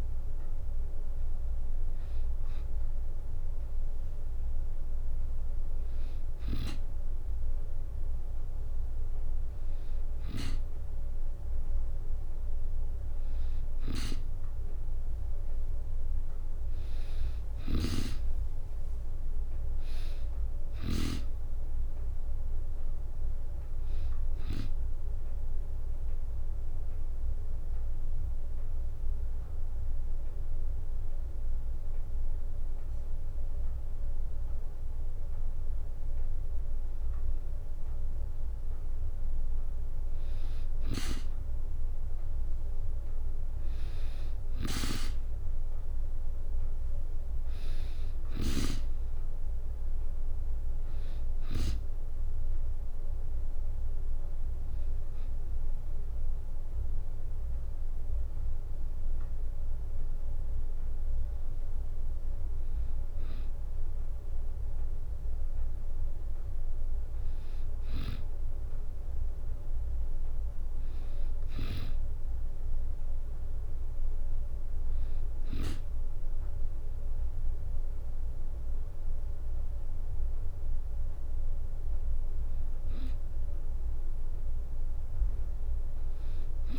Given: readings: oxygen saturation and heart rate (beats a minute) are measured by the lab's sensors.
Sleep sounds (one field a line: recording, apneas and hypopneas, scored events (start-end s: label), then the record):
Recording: breathing in sleep by a room microphone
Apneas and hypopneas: 2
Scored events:
17.00-20.50 s: snoring (device-marked)
21.00-23.50 s: arousal
26.00-37.00 s: hypopnea (oxygen 97% before, 93% lowest, heart rate 66 before, 62 extreme, up 6 after)
42.00-44.50 s: arousal
44.00-48.00 s: snoring (device-marked)
46.50-54.50 s: oxygen desaturation (device-marked, oxygen 97% before, 93% lowest, heart rate 64 before, 62 extreme)
54.50-66.00 s: hypopnea (oxygen 97% before, 94% lowest, heart rate 66 before, 62 extreme, up 3 after)
68.00-70.50 s: arousal
From the record:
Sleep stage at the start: N2 (light sleep)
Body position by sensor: on the back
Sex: female